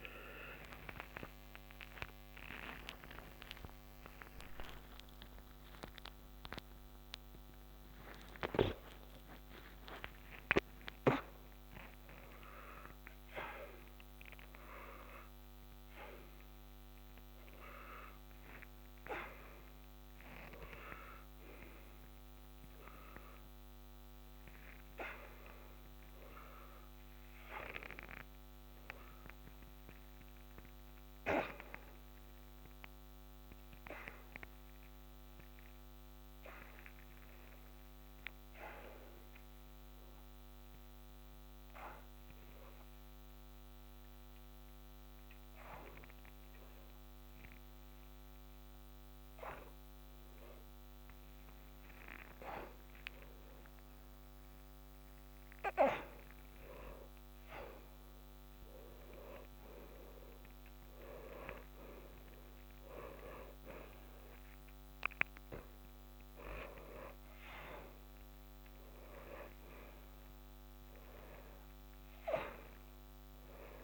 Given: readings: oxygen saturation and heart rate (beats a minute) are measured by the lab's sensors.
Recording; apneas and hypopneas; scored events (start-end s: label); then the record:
a person awake in a sleep study, by a microphone on the trachea; none
none scored
From the record:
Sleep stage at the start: awake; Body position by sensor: upright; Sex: male